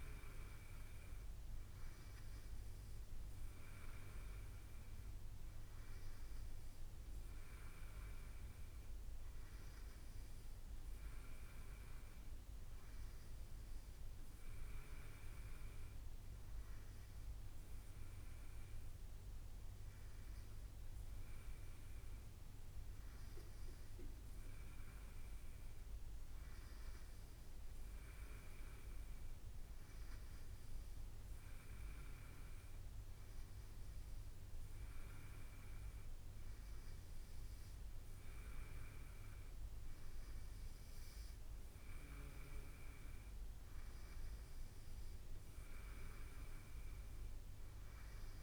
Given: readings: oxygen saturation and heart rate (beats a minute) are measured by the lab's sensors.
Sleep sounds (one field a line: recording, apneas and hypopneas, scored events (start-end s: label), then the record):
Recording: breathing in sleep, hard to hear, by a room microphone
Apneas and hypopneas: none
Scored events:
none scored
From the record:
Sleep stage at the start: N3 (deep sleep)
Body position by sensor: on the right side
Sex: male